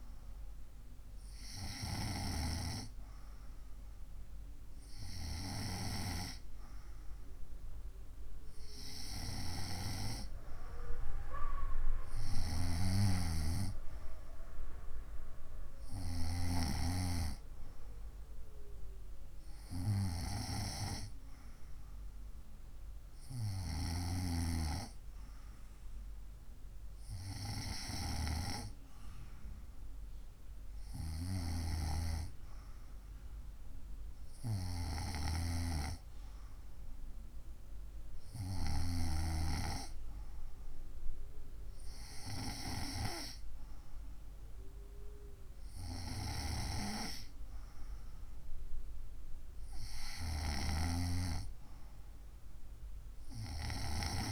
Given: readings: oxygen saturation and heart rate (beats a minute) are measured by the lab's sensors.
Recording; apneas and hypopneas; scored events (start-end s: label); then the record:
breathing in sleep by a room microphone; none
none scored
From the record:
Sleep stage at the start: N2 (light sleep); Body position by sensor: on the right side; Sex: female